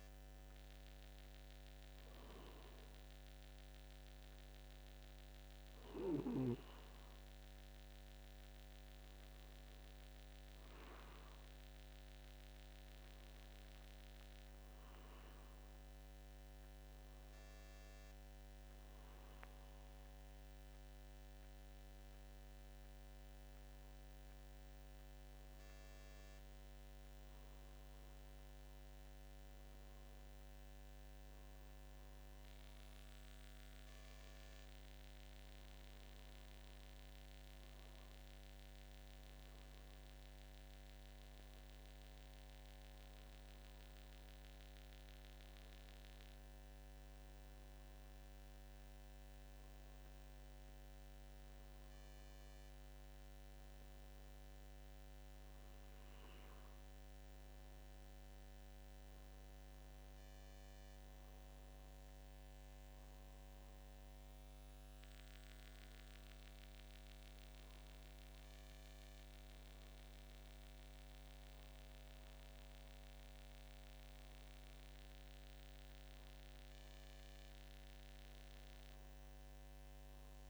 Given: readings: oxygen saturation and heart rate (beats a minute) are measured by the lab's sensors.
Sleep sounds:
breathing in sleep, hard to hear, by a microphone on the trachea; none
57.00-80.50 s: new sleep stage, N1 (lightest sleep)
From the record:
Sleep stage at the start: N2 (light sleep); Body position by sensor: on the back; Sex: male

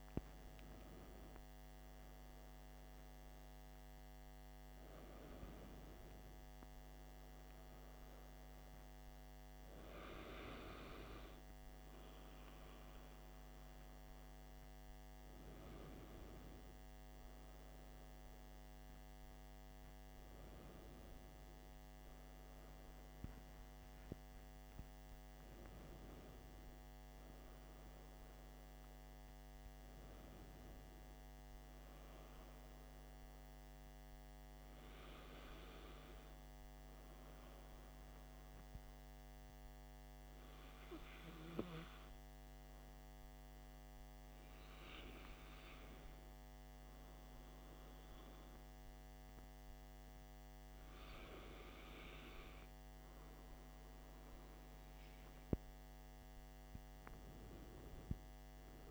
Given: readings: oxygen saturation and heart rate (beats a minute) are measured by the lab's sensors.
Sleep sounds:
a person partly awake in a sleep study, hard to hear, by a microphone on the trachea; 1
0.00-19.50 s: oxygen desaturation (device-marked, oxygen 92% lowest, heart rate 52 extreme)
16.50-46.50 s: new sleep stage, N1 (lightest sleep)
39.00-51.50 s: hypopnea (oxygen 95% before, 93% lowest, heart rate 65 before, 53 extreme, up 6 after)
46.50-58.91 s: new sleep stage, N2 (light sleep)
57.00-58.91 s: arousal
From the record:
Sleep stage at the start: awake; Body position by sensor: on the back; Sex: male

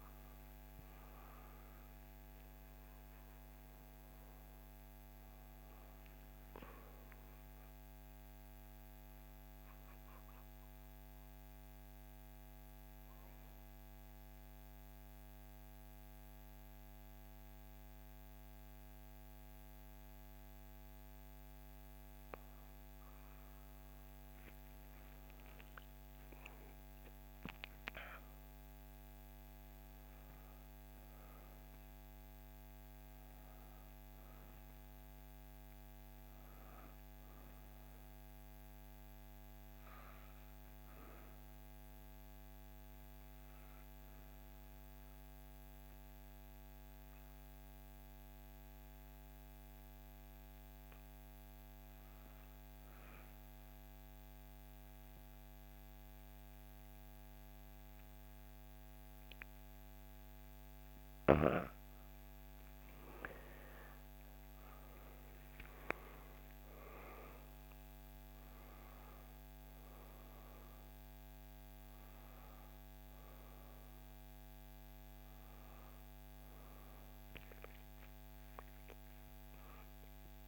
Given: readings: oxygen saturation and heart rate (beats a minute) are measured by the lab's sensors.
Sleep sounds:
breathing in sleep by a microphone on the trachea; 2
1.00-5.50 s: arousal
10.50-22.00 s: obstructive apnea (oxygen 97% before, 87% lowest, heart rate 68 before, 59 extreme, up 5 after)
22.50-80.48 s: new sleep stage, N2 (light sleep)
24.00-28.00 s: arousal
30.50-42.50 s: oxygen desaturation (device-marked, oxygen 97% before, 93% lowest, heart rate 63 before, 59 extreme)
40.00-60.00 s: obstructive apnea (oxygen 97% before, 87% lowest, heart rate 63 before, 59 extreme, up 4 after)
57.50-80.48 s: oxygen desaturation (device-marked, oxygen 95% before, 87% lowest, heart rate 60 before, 61 extreme)
63.00-68.50 s: arousal
From the record:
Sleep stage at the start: N1 (lightest sleep); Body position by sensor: on the back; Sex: female

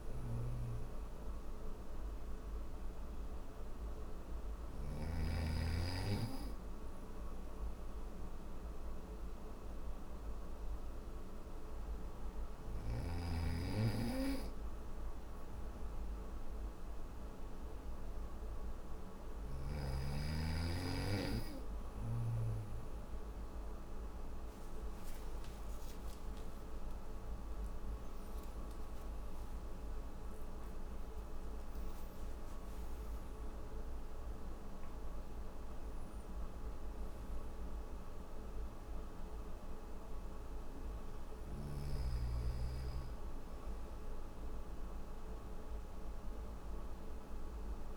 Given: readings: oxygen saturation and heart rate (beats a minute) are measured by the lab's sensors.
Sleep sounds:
breathing in sleep by a room microphone; none
0.00-4.00 s: snoring (device-marked)
43.00-47.97 s: new sleep stage, N1 (lightest sleep)
From the record:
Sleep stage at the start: N3 (deep sleep); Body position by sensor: on the back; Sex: male

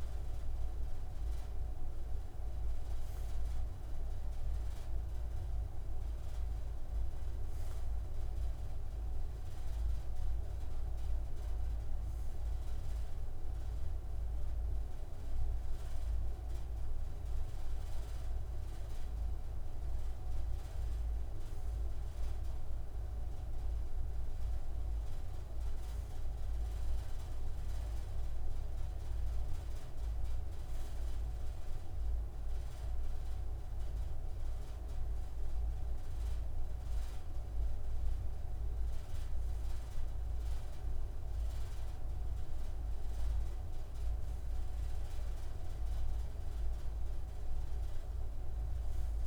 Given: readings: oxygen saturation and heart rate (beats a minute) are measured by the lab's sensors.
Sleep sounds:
breathing in sleep, hard to hear, by a room microphone; none
none scored
From the record:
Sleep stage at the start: N2 (light sleep); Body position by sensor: on the right side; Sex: male

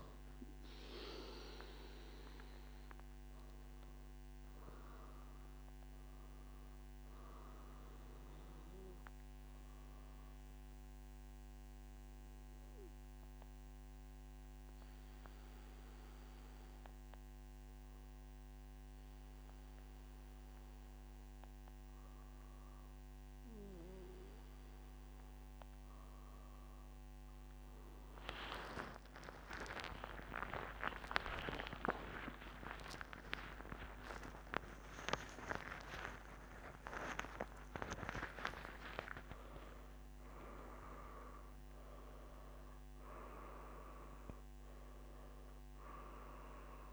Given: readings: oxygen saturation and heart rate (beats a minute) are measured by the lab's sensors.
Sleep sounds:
breathing in sleep by a microphone on the trachea; 1
11.00-25.00 s: obstructive apnea (oxygen 96% before, 93% lowest, heart rate 118 before, 72 extreme, up 49 after)
From the record:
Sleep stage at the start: N1 (lightest sleep); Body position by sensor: on the back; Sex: male

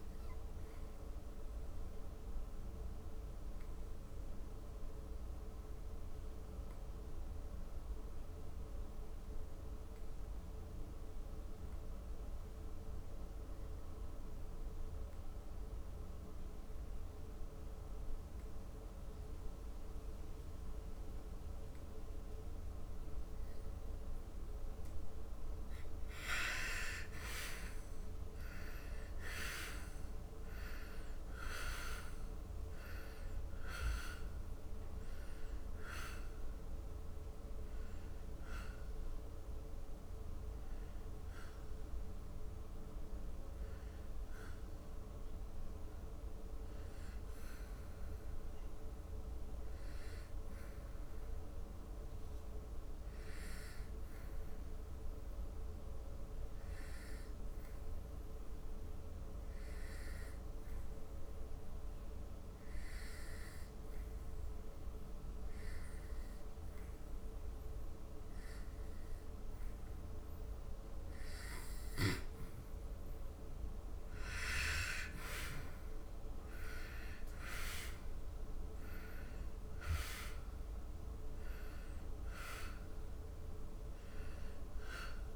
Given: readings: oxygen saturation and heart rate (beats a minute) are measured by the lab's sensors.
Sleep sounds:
breathing in sleep by a room microphone; 2
0.00-9.50 s: oxygen desaturation (device-marked, oxygen 86% lowest, heart rate 66 extreme)
1.50-25.00 s: obstructive apnea (oxygen 98% before, 82% lowest, heart rate 75 before, 66 extreme, up 12 after)
24.50-50.50 s: oxygen desaturation (device-marked, oxygen 98% before, 82% lowest, heart rate 73 before, 67 extreme)
28.00-32.00 s: arousal
45.50-71.50 s: obstructive apnea (oxygen 98% before, 82% lowest, heart rate 79 before, 67 extreme, up 11 after)
66.50-85.36 s: oxygen desaturation (device-marked, oxygen 98% before, 85% lowest, heart rate 76 before, 67 extreme)
74.00-78.00 s: arousal
From the record:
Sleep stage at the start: N2 (light sleep); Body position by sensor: on the back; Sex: male

